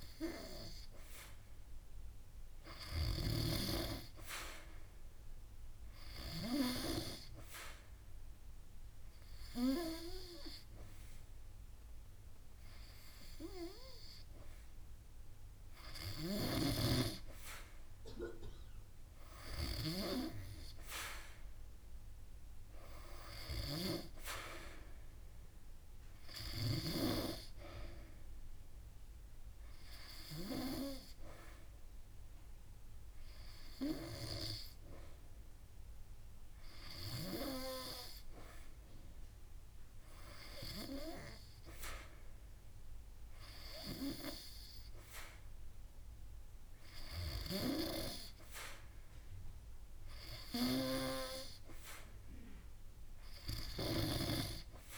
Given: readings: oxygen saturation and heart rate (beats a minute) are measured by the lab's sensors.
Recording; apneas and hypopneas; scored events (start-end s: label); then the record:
breathing in sleep by a room microphone; 1
6.00-16.00 s: obstructive apnea (oxygen 94% before, 92% lowest)
19.00-22.50 s: arousal
19.00-35.00 s: drop in pulse transit time (device-marked)
21.50-23.50 s: long interval between heartbeats (device-marked)
36.00-38.00 s: long interval between heartbeats (device-marked)
47.00-49.00 s: long interval between heartbeats (device-marked)
From the record:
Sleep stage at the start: N2 (light sleep); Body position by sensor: on the back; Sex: female